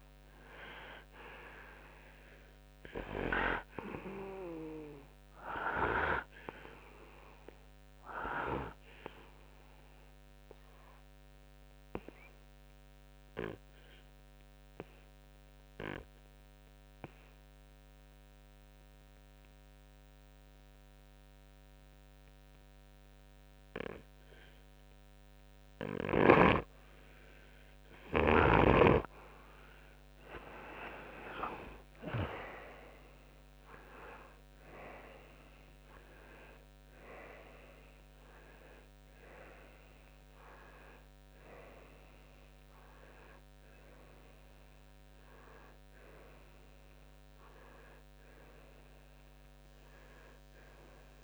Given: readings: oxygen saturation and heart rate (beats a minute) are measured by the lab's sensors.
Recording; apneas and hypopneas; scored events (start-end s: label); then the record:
breathing in sleep by a microphone on the trachea; 1
9.00-26.00 s: obstructive apnea (oxygen 96% before, 92% lowest, heart rate 59 before, 58 extreme, up 7 after)
28.50-32.00 s: arousal
From the record:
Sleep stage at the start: N2 (light sleep); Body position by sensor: on the back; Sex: male